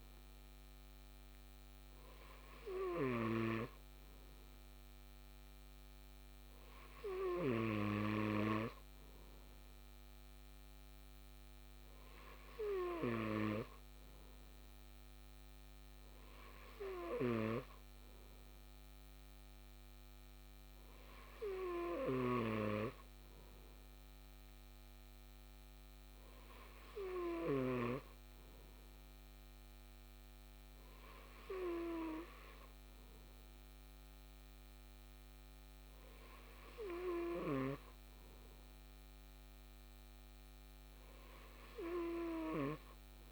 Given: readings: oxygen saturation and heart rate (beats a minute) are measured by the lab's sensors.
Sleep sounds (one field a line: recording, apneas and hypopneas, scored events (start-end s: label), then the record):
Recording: breathing in sleep by a microphone on the trachea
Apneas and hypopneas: none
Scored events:
none scored
From the record:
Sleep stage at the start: N2 (light sleep)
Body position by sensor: on the left side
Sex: male